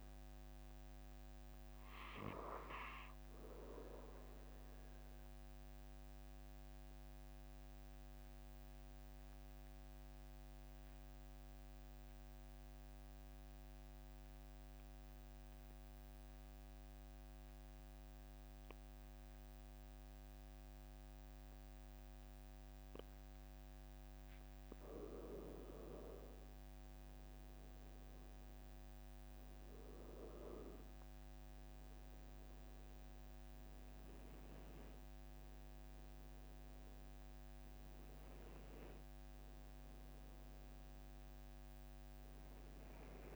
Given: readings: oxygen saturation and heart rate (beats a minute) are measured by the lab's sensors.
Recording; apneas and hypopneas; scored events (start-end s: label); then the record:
breathing in sleep by a microphone on the trachea; 1
5.00-25.50 s: obstructive apnea (oxygen 95% before, 91% lowest, heart rate 49 before, 42 extreme, up 2 after)
26.00-31.50 s: arousal
From the record:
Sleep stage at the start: N2 (light sleep); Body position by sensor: on the back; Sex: male